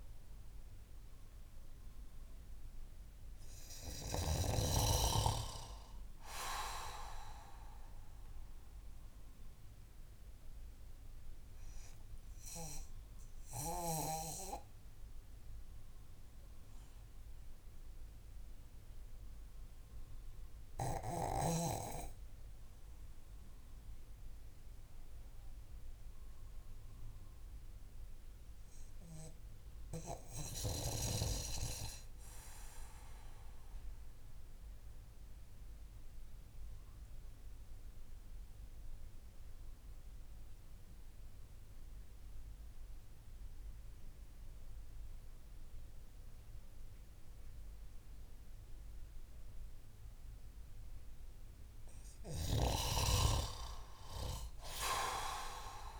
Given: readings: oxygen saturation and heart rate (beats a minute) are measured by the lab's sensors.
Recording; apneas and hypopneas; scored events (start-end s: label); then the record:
breathing in sleep by a room microphone; 1
2.00-7.00 s: arousal
10.50-49.50 s: obstructive apnea (oxygen 94% before, 91% lowest)
53.00-56.00 s: arousal
From the record:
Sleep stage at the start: N2 (light sleep); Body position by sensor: on the back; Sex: male